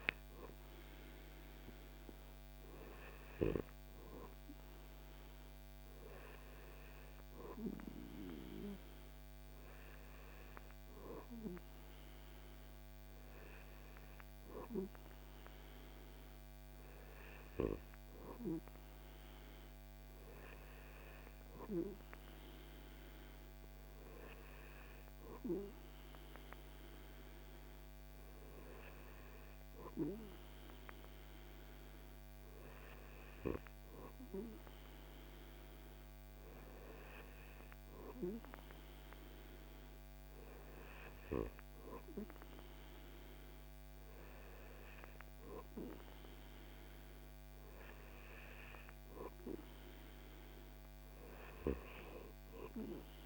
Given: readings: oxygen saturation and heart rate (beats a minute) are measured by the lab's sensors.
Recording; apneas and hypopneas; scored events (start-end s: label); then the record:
breathing in sleep by a microphone on the trachea; none
none scored
From the record:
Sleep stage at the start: N2 (light sleep); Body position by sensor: on the back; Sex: male